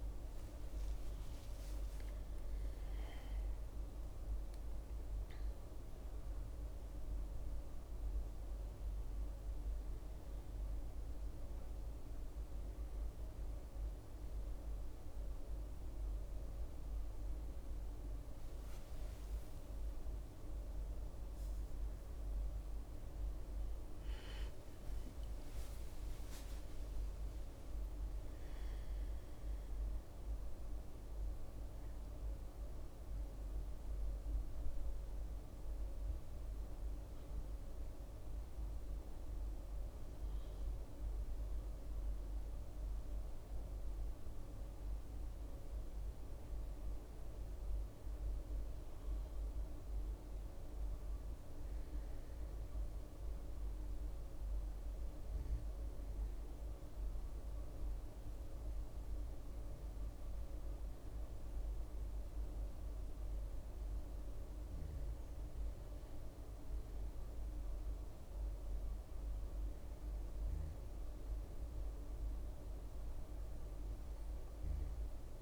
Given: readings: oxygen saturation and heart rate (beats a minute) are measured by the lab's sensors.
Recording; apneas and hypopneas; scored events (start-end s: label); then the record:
a person partly awake in a sleep study, hard to hear, by a room microphone; 1
13.50-43.50 s: new sleep stage, N1 (lightest sleep)
32.50-45.50 s: hypopnea (oxygen 100% before, 96% lowest, heart rate 75 before, 61 extreme, up 2 after)
43.50-75.41 s: new sleep stage, N2 (light sleep)
47.50-51.50 s: arousal
52.50-63.50 s: oxygen desaturation (device-marked, oxygen 100% before, 96% lowest, heart rate 68 before, 60 extreme)
From the record:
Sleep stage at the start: awake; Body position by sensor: on the back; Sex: female